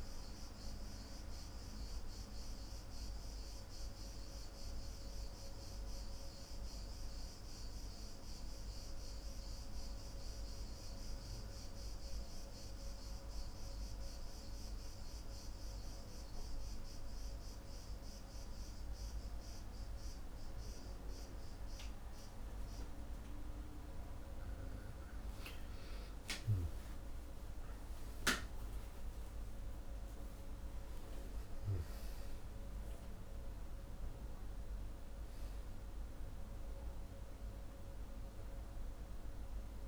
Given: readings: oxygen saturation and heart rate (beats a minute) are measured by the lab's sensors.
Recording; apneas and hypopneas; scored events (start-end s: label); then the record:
breathing in sleep, hard to hear, by a room microphone; none
26.50-30.00 s: arousal
From the record:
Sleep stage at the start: N2 (light sleep); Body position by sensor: on the back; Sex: male